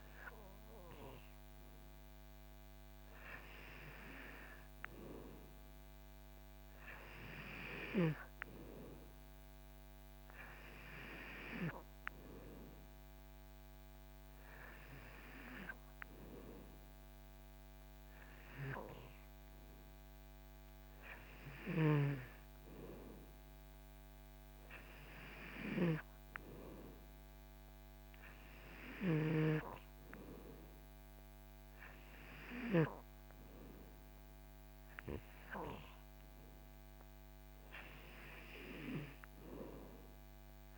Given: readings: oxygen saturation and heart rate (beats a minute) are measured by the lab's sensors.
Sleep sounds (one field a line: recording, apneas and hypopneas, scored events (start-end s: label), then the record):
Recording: breathing in sleep by a microphone on the trachea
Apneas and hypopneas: none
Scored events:
none scored
From the record:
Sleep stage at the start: N2 (light sleep)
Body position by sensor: on the back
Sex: male